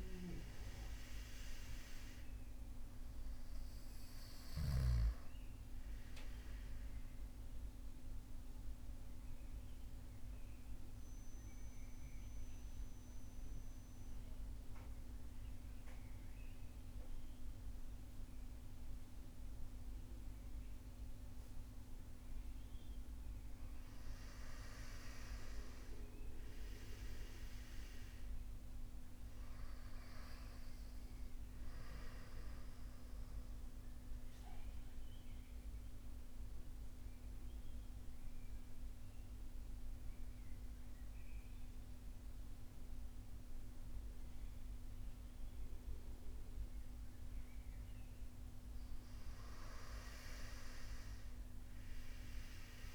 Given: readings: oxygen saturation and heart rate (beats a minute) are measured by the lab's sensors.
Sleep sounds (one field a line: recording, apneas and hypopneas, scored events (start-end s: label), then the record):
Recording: breathing in sleep, hard to hear, by a room microphone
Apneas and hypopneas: 2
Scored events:
0.00-1.00 s: arousal
1.00-19.00 s: oxygen desaturation (device-marked, oxygen 98% before, 90% lowest)
7.00-22.00 s: mixed apnea (oxygen 98% before, 90% lowest)
24.50-27.50 s: arousal
32.00-46.00 s: oxygen desaturation (device-marked, oxygen 98% before, 92% lowest)
32.50-48.00 s: obstructive apnea (oxygen 98% before, 91% lowest)
51.00-52.94 s: arousal
From the record:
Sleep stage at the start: N2 (light sleep)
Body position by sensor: on the back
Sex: male